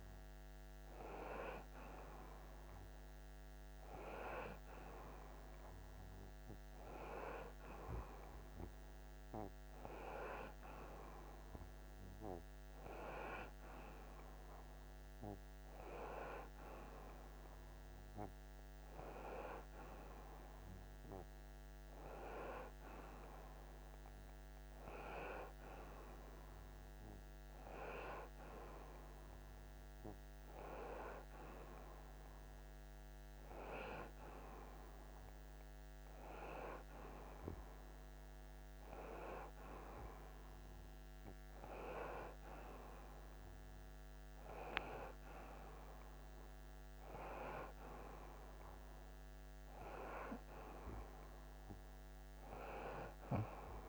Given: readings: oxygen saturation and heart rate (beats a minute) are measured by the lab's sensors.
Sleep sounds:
breathing in sleep by a microphone on the trachea; none
none scored
From the record:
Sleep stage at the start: N1 (lightest sleep); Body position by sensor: on the front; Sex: male

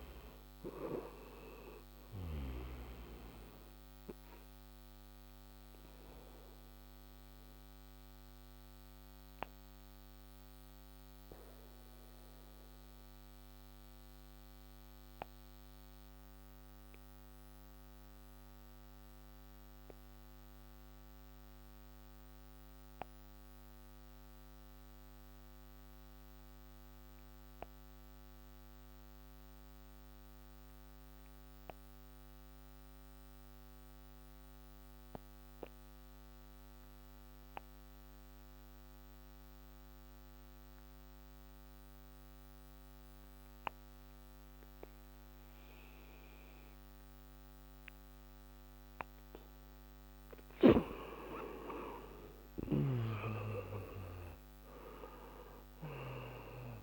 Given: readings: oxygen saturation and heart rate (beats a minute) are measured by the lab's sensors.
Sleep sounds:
breathing in sleep by a microphone on the trachea; 1
0.00-26.00 s: oxygen desaturation (device-marked, oxygen 85% lowest)
5.50-50.00 s: mixed apnea (oxygen 99% before, 83% lowest)
43.00-56.83 s: oxygen desaturation (device-marked, oxygen 97% before, 83% lowest)
52.00-56.50 s: arousal
From the record:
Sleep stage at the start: N2 (light sleep); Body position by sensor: on the back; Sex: male

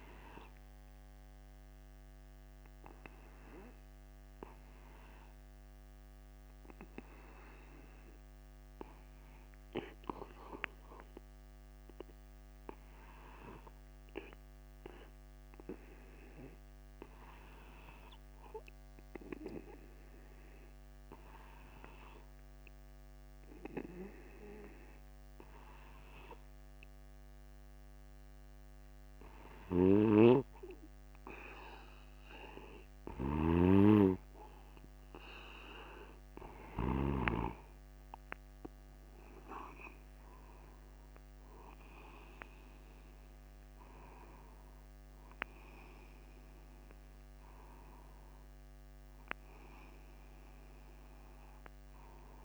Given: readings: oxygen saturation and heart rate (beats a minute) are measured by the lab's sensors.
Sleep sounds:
breathing in sleep by a microphone on the trachea; 1
0.50-30.50 s: obstructive apnea (oxygen 95% before, 94% lowest, heart rate 56 before, 50 extreme, up 1 after)
30.50-34.00 s: snoring (device-marked)
35.50-40.50 s: arousal
From the record:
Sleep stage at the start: N2 (light sleep); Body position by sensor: upright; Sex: male

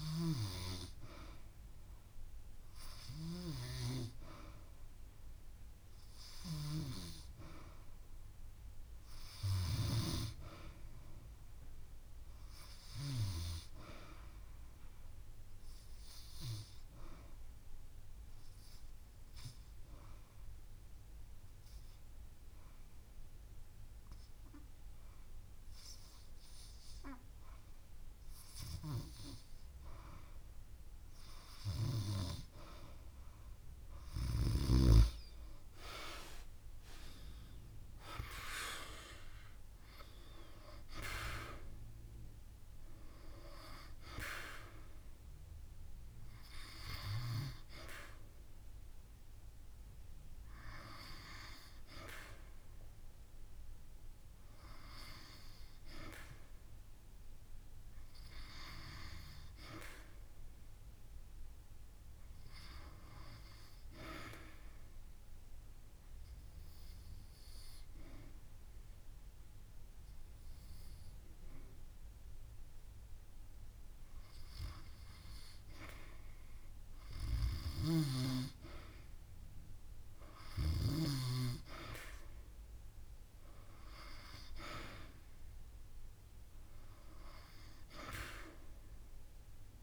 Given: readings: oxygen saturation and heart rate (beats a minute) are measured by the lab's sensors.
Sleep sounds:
breathing in sleep by a room microphone; 2
14.50-30.00 s: obstructive apnea (oxygen 95% before, 86% lowest)
29.50-31.50 s: long interval between heartbeats (device-marked)
32.00-35.50 s: arousal
35.50-56.50 s: oxygen desaturation (device-marked, oxygen 93% before, 86% lowest)
57.50-61.00 s: arousal
64.00-76.00 s: obstructive apnea (oxygen 97% before, 89% lowest)
80.00-83.00 s: arousal
84.50-89.83 s: oxygen desaturation (device-marked, oxygen 96% before, 91% lowest)
From the record:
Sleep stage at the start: N2 (light sleep); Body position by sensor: on the back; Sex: female

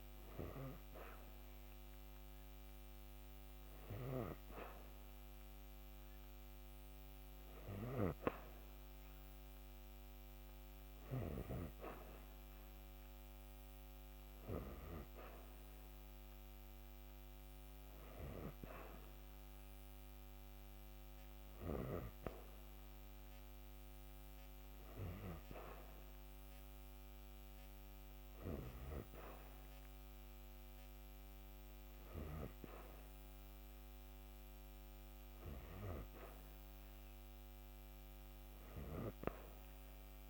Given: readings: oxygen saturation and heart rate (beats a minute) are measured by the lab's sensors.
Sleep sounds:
breathing in sleep by a microphone on the trachea; none
none scored
From the record:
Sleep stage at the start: N3 (deep sleep); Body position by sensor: on the back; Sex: female

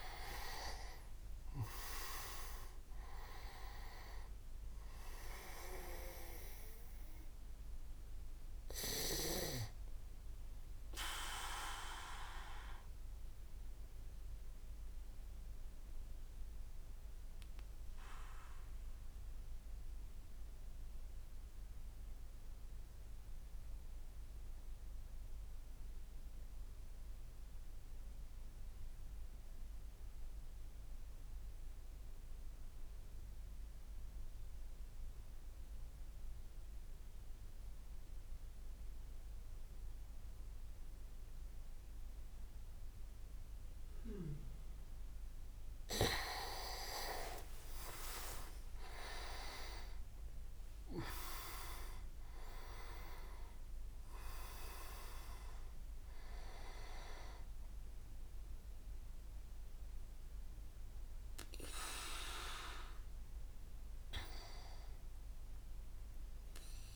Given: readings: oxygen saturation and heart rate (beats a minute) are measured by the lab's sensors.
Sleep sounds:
breathing in sleep by a room microphone; 1
0.00-1.00 s: arousal
0.00-2.00 s: leg movement (device-marked)
0.00-14.50 s: oxygen desaturation (device-marked, oxygen 92% lowest)
13.00-46.00 s: mixed apnea (oxygen 98% before, 93% lowest)
19.50-25.50 s: tachycardia (device-marked)
40.50-64.50 s: oxygen desaturation (device-marked, oxygen 99% before, 93% lowest)
47.00-50.00 s: leg movement (device-marked)
48.00-51.50 s: arousal
From the record:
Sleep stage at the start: N2 (light sleep); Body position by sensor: on the back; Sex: male

